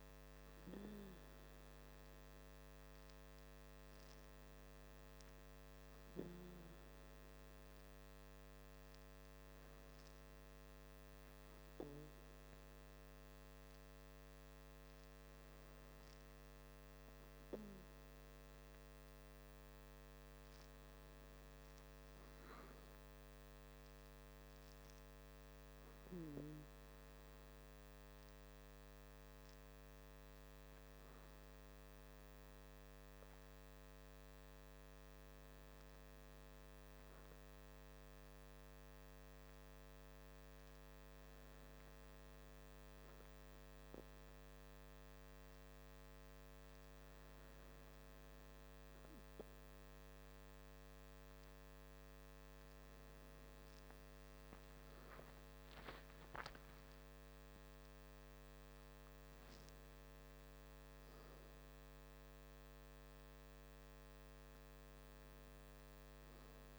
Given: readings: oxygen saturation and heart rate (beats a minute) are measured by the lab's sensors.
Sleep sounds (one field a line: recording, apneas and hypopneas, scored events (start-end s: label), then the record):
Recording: breathing in sleep, hard to hear, by a microphone on the trachea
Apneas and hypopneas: none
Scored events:
none scored
From the record:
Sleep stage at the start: N2 (light sleep)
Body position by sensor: on the back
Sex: male